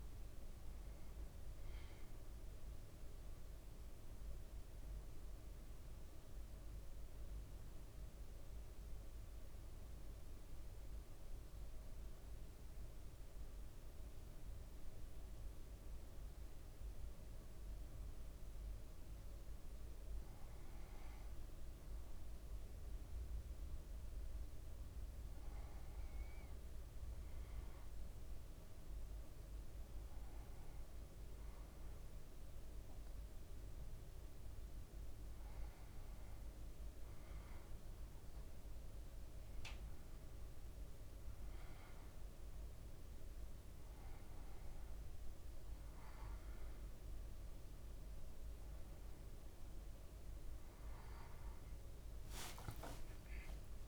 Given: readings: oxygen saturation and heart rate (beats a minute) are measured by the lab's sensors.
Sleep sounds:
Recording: breathing in sleep, hard to hear, by a room microphone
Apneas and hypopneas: 1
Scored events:
0.00-18.00 s: oxygen desaturation (device-marked, oxygen 94% lowest, heart rate 58 extreme)
3.00-19.50 s: central apnea (oxygen 99% before, 94% lowest, heart rate 59 before, 58 extreme, up 1 after)
20.00-25.00 s: arousal
52.00-53.88 s: leg movement (device-marked)
From the record:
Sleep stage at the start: N2 (light sleep)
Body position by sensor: on the back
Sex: male

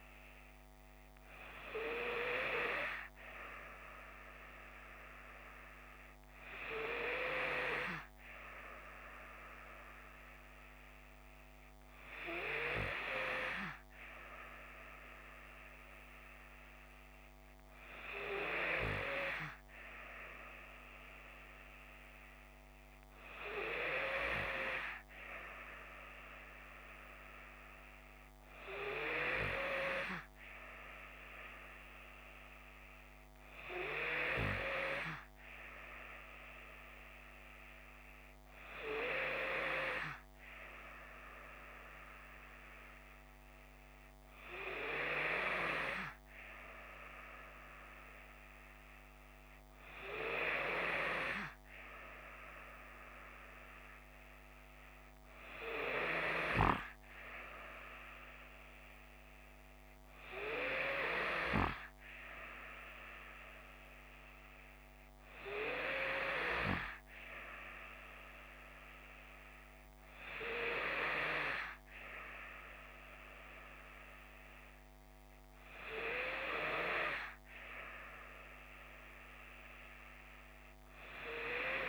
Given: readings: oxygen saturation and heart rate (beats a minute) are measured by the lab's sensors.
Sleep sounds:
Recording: breathing in sleep by a microphone on the trachea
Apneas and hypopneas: none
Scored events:
none scored
From the record:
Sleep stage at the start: N3 (deep sleep)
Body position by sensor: on the left side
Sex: female

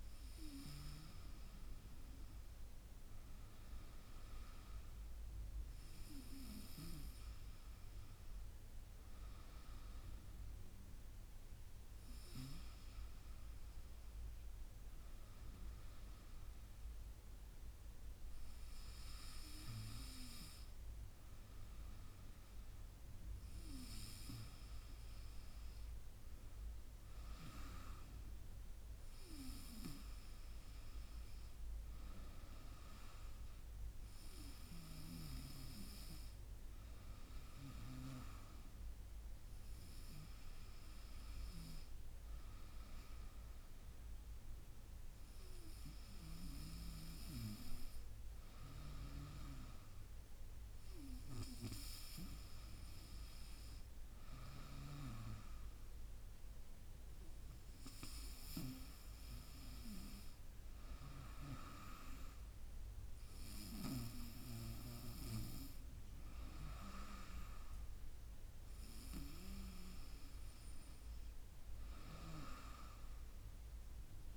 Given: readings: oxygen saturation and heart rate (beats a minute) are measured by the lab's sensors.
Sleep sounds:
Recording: breathing in sleep by a room microphone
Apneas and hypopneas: none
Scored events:
none scored
From the record:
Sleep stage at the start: N2 (light sleep)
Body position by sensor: on the right side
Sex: female

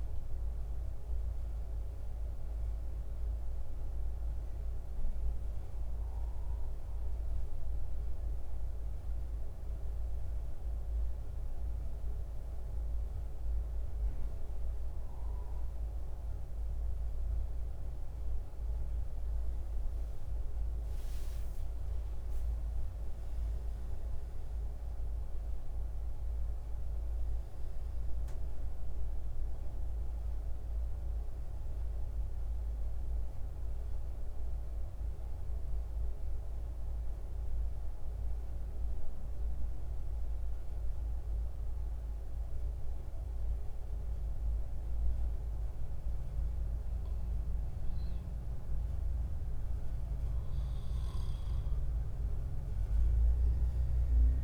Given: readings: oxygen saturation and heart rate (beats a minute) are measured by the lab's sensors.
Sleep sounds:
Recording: breathing in sleep, hard to hear, by a room microphone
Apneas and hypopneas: 2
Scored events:
0.00-14.00 s: oxygen desaturation (device-marked, oxygen 87% lowest, heart rate 66 extreme)
3.00-16.50 s: hypopnea (oxygen 93% before, 87% lowest, heart rate 79 before, 66 extreme, up 11 after)
20.50-24.00 s: arousal
26.00-48.00 s: oxygen desaturation (device-marked, oxygen 95% before, 88% lowest, heart rate 70 before, 65 extreme)
34.00-46.00 s: central apnea (oxygen 95% before, 86% lowest, heart rate 74 before, 66 extreme, up 4 after)
50.00-54.44 s: arousal
From the record:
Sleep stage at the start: N2 (light sleep)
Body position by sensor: on the back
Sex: male

